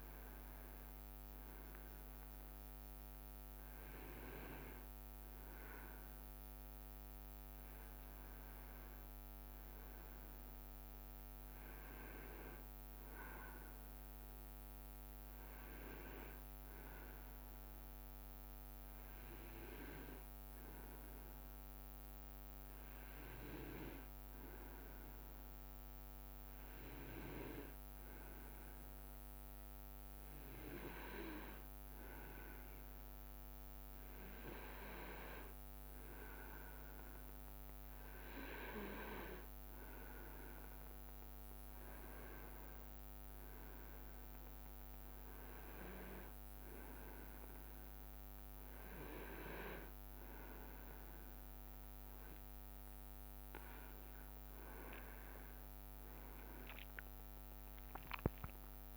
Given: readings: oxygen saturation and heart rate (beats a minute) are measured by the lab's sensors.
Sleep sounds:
breathing in sleep by a microphone on the trachea; none
54.50-58.97 s: leg movement (device-marked)
From the record:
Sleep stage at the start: N2 (light sleep); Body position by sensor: on the right side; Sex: male

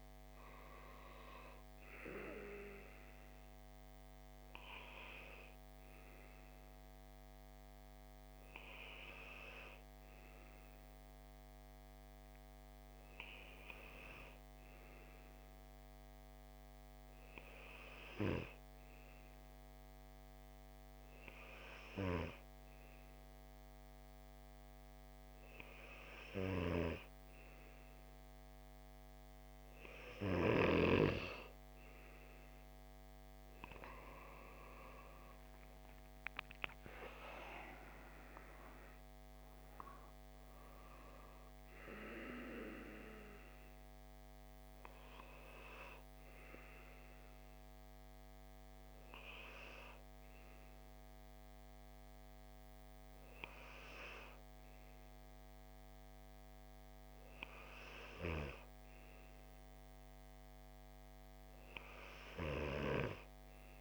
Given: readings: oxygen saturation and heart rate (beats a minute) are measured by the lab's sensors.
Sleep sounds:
breathing in sleep by a microphone on the trachea; none
none scored
From the record:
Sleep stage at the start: N2 (light sleep); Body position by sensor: on the left side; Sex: male

